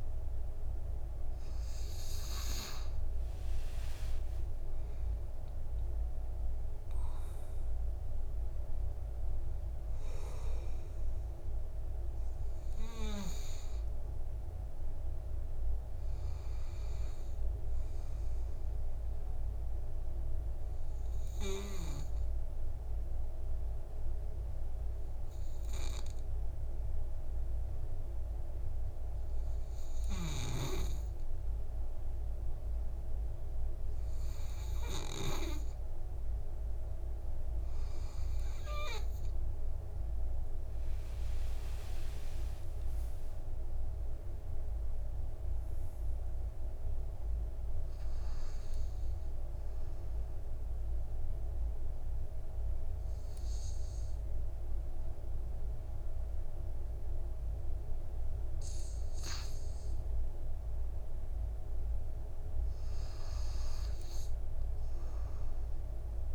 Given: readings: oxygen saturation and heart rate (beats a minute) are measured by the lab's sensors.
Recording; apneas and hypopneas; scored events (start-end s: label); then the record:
breathing in sleep by a room microphone; 1
3.50-8.50 s: arousal
4.50-6.50 s: long interval between heartbeats (device-marked, heart rate 53 before, 71 extreme)
18.00-36.00 s: obstructive apnea (oxygen 96% before, 92% lowest, heart rate 63 before, 48 extreme, up 40 after)
39.50-43.00 s: arousal
42.00-44.00 s: long interval between heartbeats (device-marked, heart rate 57 before, 69 extreme)
45.50-56.50 s: oxygen desaturation (device-marked, oxygen 98% before, 94% lowest, heart rate 64 before, 48 extreme)
From the record:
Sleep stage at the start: N2 (light sleep); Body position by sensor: on the back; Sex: male